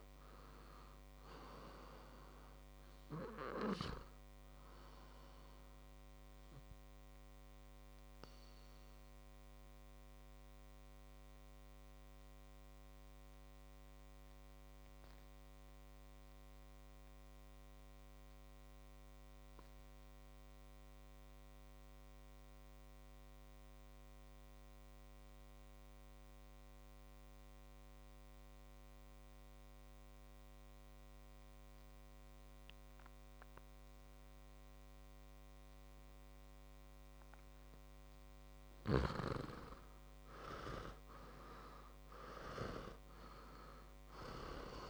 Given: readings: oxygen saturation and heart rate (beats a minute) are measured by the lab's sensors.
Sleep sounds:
breathing in sleep by a microphone on the trachea; 1
0.00-1.00 s: arousal
0.00-19.50 s: oxygen desaturation (device-marked, oxygen 88% lowest, heart rate 57 extreme)
9.00-38.50 s: mixed apnea (oxygen 100% before, 87% lowest, heart rate 62 before, 56 extreme, up 7 after)
34.50-44.90 s: oxygen desaturation (device-marked, oxygen 99% before, 87% lowest, heart rate 61 before, 56 extreme)
40.50-44.50 s: arousal
From the record:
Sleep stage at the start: N2 (light sleep); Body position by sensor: on the back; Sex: male

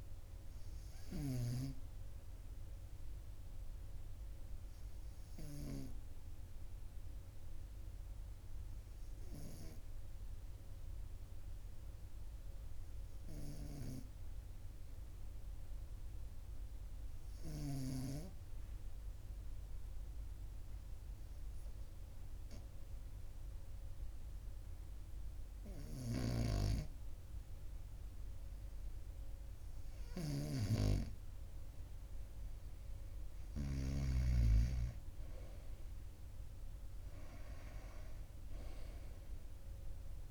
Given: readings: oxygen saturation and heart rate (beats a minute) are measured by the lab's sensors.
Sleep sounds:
breathing in sleep by a room microphone; 1
5.50-29.50 s: hypopnea (oxygen 98% before, 92% lowest, heart rate 44 before, 41 extreme, up 3 after)
30.50-40.31 s: oxygen desaturation (device-marked, oxygen 98% before, 92% lowest, heart rate 43 before, 44 extreme)
35.50-40.31 s: new sleep stage, awake
From the record:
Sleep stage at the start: N2 (light sleep); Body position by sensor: on the right side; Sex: male

